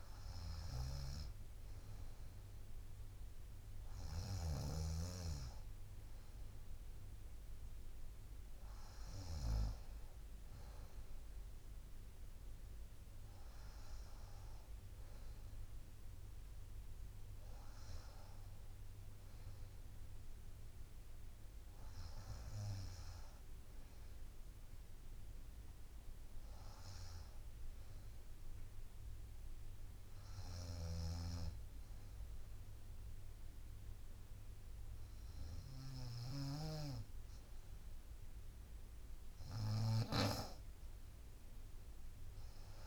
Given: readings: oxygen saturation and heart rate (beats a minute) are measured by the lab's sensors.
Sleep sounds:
breathing in sleep by a room microphone; none
0.00-5.00 s: snoring (device-marked)
30.50-40.50 s: snoring (device-marked)
From the record:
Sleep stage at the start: N2 (light sleep); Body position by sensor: on the right side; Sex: female

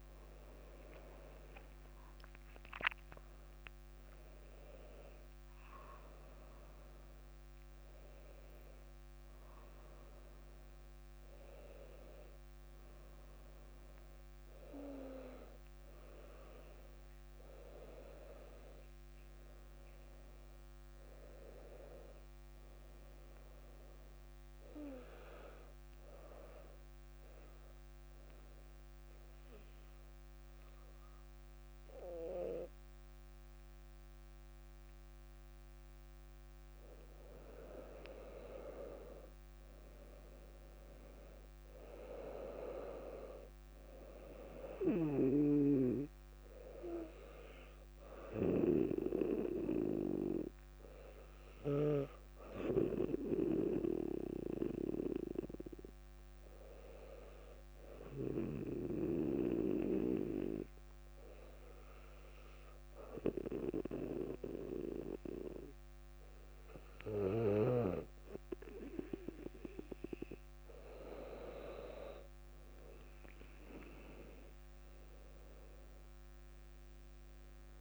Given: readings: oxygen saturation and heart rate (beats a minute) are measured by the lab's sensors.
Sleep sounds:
breathing in sleep by a microphone on the trachea; 2
0.00-1.00 s: arousal
0.00-20.00 s: oxygen desaturation (device-marked, oxygen 99% before, 95% lowest, heart rate 61 before, 57 extreme)
26.00-37.00 s: obstructive apnea (oxygen 100% before, 96% lowest, heart rate 61 before, 57 extreme, up 3 after)
39.00-43.00 s: arousal
44.00-60.00 s: oxygen desaturation (device-marked, oxygen 99% before, 96% lowest, heart rate 58 before, 58 extreme)
57.00-69.50 s: obstructive apnea (oxygen 99% before, 97% lowest, heart rate 59 before, 57 extreme, up 4 after)
74.50-77.81 s: arousal
From the record:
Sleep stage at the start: N2 (light sleep); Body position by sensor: on the back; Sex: female

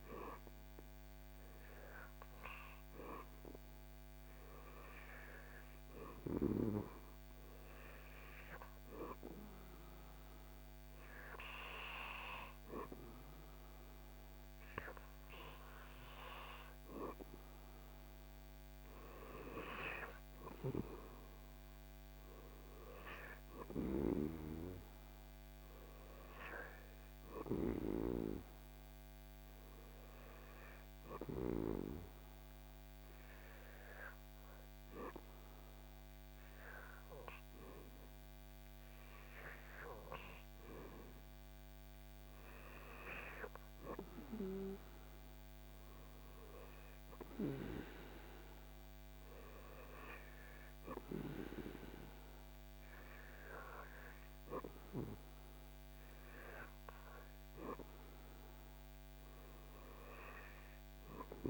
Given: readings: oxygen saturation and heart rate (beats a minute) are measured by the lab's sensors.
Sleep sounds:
breathing in sleep by a microphone on the trachea; 2
7.00-17.00 s: hypopnea (oxygen 94% before, 91% lowest, heart rate 82 before, 76 extreme, up 4 after)
18.50-22.50 s: arousal
31.50-41.50 s: hypopnea (oxygen 93% before, 93% lowest, heart rate 86 before, 77 extreme, up 12 after)
42.50-46.00 s: arousal
50.00-61.50 s: oxygen desaturation (device-marked, oxygen 96% before, 93% lowest, heart rate 81 before, 74 extreme)
From the record:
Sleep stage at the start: N2 (light sleep); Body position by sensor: on the back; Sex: male

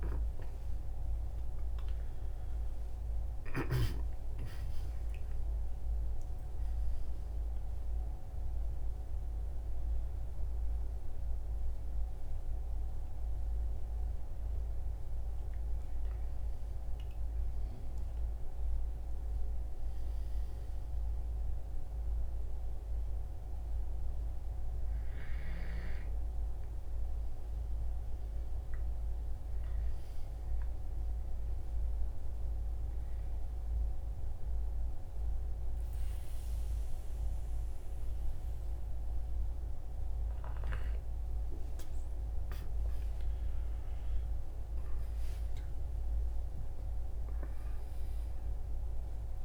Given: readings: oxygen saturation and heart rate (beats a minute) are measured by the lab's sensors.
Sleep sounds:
a person partly awake in a sleep study, hard to hear, by a room microphone; none
0.00-5.50 s: arousal
36.50-49.45 s: new sleep stage, awake
From the record:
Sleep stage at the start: N2 (light sleep); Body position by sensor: on the right side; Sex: male

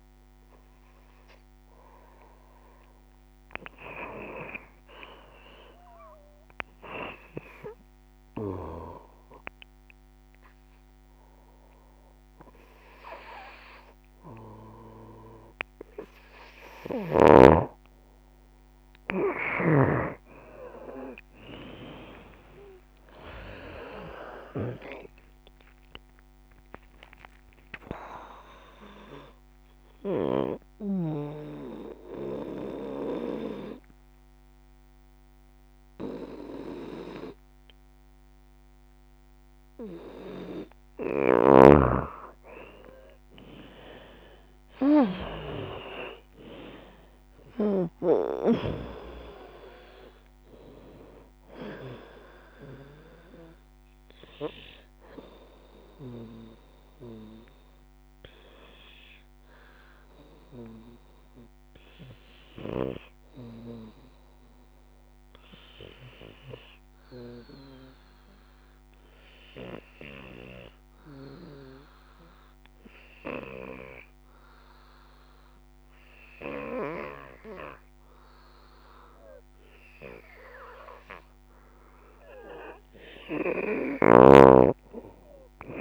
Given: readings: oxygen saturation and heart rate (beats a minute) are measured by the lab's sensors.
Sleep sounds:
breathing in sleep by a microphone on the trachea; 3
0.00-9.50 s: oxygen desaturation (device-marked, oxygen 82% lowest, heart rate 69 extreme)
6.00-17.00 s: hypopnea (oxygen 88% before, 83% lowest, heart rate 77 before, 68 extreme, up 10 after)
19.50-24.50 s: arousal
22.50-40.50 s: oxygen desaturation (device-marked, oxygen 95% before, 86% lowest, heart rate 79 before, 26 extreme)
23.50-33.50 s: drop in pulse transit time (device-marked, heart rate 80 before, 72 extreme)
26.50-28.50 s: long interval between heartbeats (device-marked, heart rate 81 before, 82 extreme)
29.00-41.50 s: obstructive apnea (oxygen 95% before, 84% lowest, heart rate 82 before, 26 extreme, up 4 after)
41.50-43.50 s: long interval between heartbeats (device-marked, heart rate 78 before, 64 extreme)
42.50-85.50 s: bradycardia (device-marked, heart rate 77 before, 26 extreme)
43.00-47.50 s: arousal
43.50-45.50 s: long interval between heartbeats (device-marked, heart rate 77 before, 66 extreme)
46.00-48.00 s: long interval between heartbeats (device-marked, heart rate 75 before, 54 extreme)
48.00-50.00 s: long interval between heartbeats (device-marked, heart rate 71 before, 53 extreme)
48.50-62.50 s: oxygen desaturation (device-marked, oxygen 95% before, 86% lowest, heart rate 70 before, 26 extreme)
50.00-52.00 s: long interval between heartbeats (device-marked, heart rate 68 before, 54 extreme)
54.00-56.00 s: long interval between heartbeats (device-marked, heart rate 64 before, 39 extreme)
54.50-81.00 s: obstructive apnea (oxygen 95% before, 84% lowest, heart rate 62 before, 29 extreme, up 29 after)
59.00-61.00 s: long interval between heartbeats (device-marked, heart rate 54 before, 35 extreme)
62.00-64.00 s: long interval between heartbeats (device-marked, heart rate 49 before, 38 extreme)
66.00-68.00 s: long interval between heartbeats (device-marked, heart rate 43 before, 34 extreme)
70.00-72.00 s: long interval between heartbeats (device-marked, heart rate 38 before, 39 extreme)
73.00-75.00 s: long interval between heartbeats (device-marked, heart rate 36 before, 42 extreme)
76.50-85.81 s: oxygen desaturation (device-marked, oxygen 96% before, 84% lowest, heart rate 36 before, 45 extreme)
77.00-79.00 s: long interval between heartbeats (device-marked, heart rate 36 before, 41 extreme)
81.00-83.00 s: long interval between heartbeats (device-marked, heart rate 37 before, 45 extreme)
83.50-85.50 s: long interval between heartbeats (device-marked, heart rate 39 before, 47 extreme)
83.50-85.81 s: arousal
From the record:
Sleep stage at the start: N2 (light sleep); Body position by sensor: on the right side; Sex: female

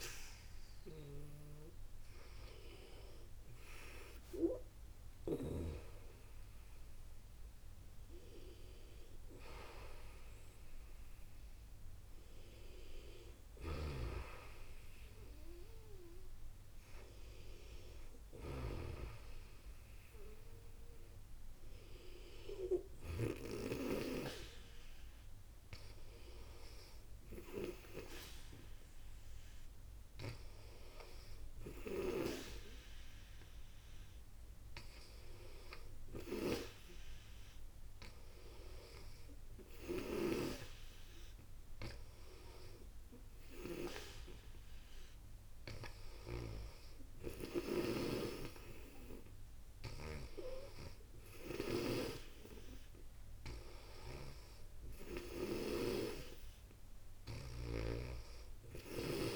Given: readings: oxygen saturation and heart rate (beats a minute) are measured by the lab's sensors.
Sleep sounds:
breathing in sleep by a room microphone; none
2.00-6.00 s: arousal
31.50-59.36 s: snoring (device-marked)
From the record:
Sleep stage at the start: N2 (light sleep); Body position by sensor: on the back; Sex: female

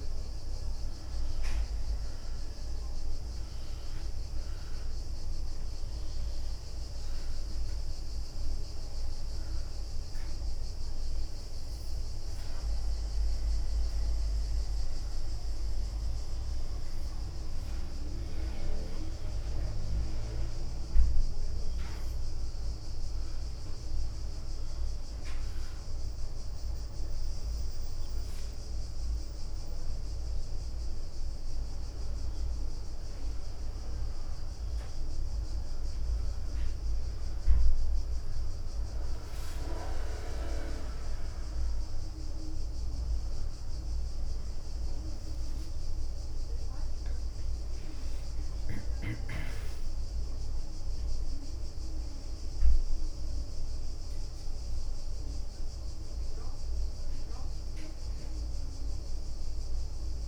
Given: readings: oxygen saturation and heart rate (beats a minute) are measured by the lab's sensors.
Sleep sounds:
breathing in sleep by a room microphone; 1
0.00-1.50 s: leg movement (device-marked)
0.00-3.50 s: arousal
3.50-11.50 s: leg movement (device-marked)
5.50-12.50 s: oxygen desaturation (device-marked, oxygen 97% before, 94% lowest, heart rate 67 before, 69 extreme)
30.50-42.00 s: hypopnea (oxygen 97% before, 91% lowest, heart rate 70 before, 67 extreme, up 16 after)
43.50-48.00 s: arousal
58.00-59.50 s: leg movement (device-marked)
From the record:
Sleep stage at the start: N1 (lightest sleep); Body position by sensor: on the back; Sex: female

